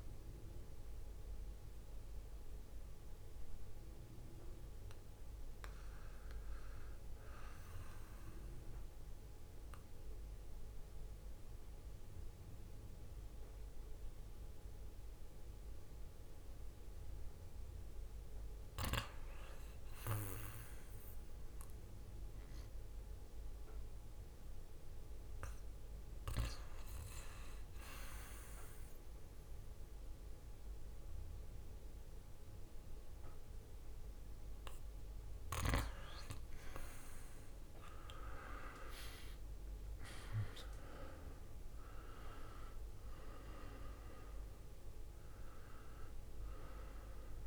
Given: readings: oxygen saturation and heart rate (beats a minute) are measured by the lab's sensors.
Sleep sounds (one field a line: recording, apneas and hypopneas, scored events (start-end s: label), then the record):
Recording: breathing in sleep by a room microphone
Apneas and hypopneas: 1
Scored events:
0.00-6.00 s: oxygen desaturation (device-marked, oxygen 94% lowest, heart rate 57 extreme)
7.50-18.50 s: mixed apnea (oxygen 98% before, 91% lowest, heart rate 62 before, 55 extreme, up 3 after)
21.00-39.00 s: oxygen desaturation (device-marked, oxygen 97% before, 91% lowest, heart rate 58 before, 55 extreme)
36.50-42.00 s: arousal
From the record:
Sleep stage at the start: REM sleep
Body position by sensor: on the back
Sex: male